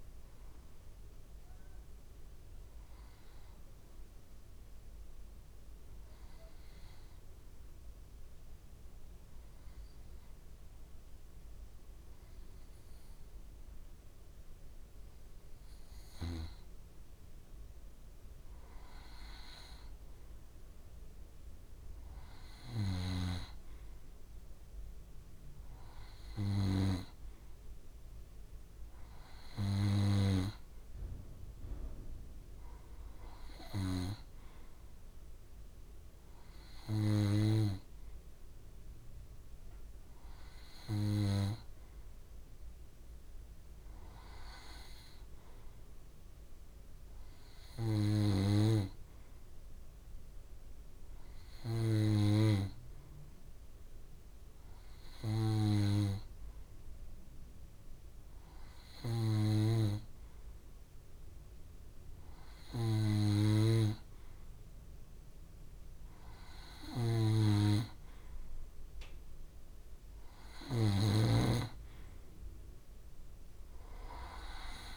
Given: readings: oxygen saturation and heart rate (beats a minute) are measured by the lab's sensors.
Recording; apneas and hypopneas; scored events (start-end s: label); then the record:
breathing in sleep by a room microphone; 2
4.50-17.50 s: obstructive apnea (oxygen 94% before, 91% lowest, heart rate 67 before, 64 extreme, up 2 after)
19.00-22.00 s: arousal
22.50-42.50 s: oxygen desaturation (device-marked, oxygen 98% before, 92% lowest, heart rate 65 before, 65 extreme)
51.00-64.50 s: hypopnea (oxygen 97% before, 91% lowest, heart rate 66 before, 65 extreme, up 1 after)
58.50-71.00 s: snoring (device-marked)
67.00-71.00 s: arousal
From the record:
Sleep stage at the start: N2 (light sleep); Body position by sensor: on the back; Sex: male